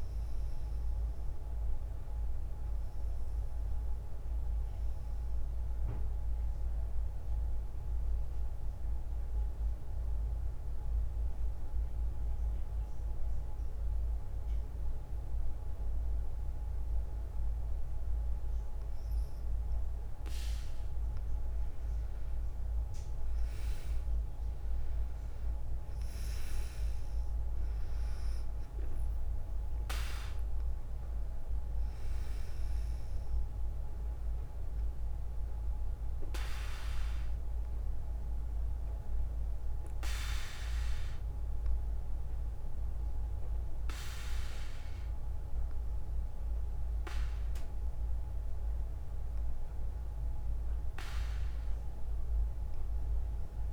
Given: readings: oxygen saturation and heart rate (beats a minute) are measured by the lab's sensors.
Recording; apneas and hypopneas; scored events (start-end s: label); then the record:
breathing in sleep by a room microphone; 2
0.00-11.50 s: oxygen desaturation (device-marked, oxygen 89% lowest, heart rate 56 extreme)
3.50-19.50 s: mixed apnea (oxygen 100% before, 89% lowest, heart rate 59 before, 57 extreme, up 6 after)
21.00-24.00 s: arousal
25.50-44.50 s: oxygen desaturation (device-marked, oxygen 98% before, 91% lowest, heart rate 59 before, 57 extreme)
37.50-48.50 s: hypopnea (oxygen 98% before, 86% lowest, heart rate 60 before, 57 extreme, up 3 after)
50.00-53.50 s: arousal
From the record:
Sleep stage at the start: N2 (light sleep); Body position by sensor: on the back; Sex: female